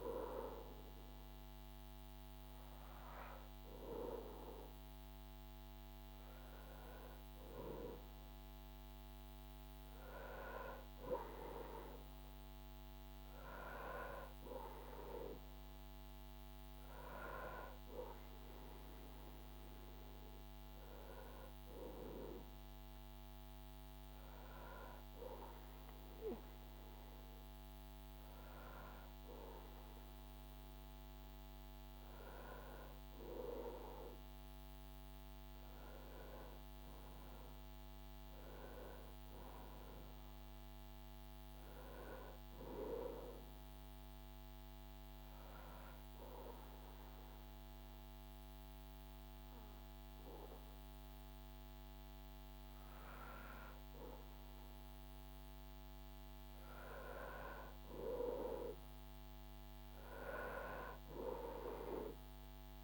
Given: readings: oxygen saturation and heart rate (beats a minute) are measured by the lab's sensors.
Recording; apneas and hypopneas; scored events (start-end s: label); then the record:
breathing in sleep by a microphone on the trachea; 1
33.50-38.50 s: arousal
43.00-55.00 s: hypopnea (oxygen 96% before, 94% lowest, heart rate 75 before, 69 extreme, up 7 after)
57.50-62.00 s: arousal
From the record:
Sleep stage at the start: N2 (light sleep); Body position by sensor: on the back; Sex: male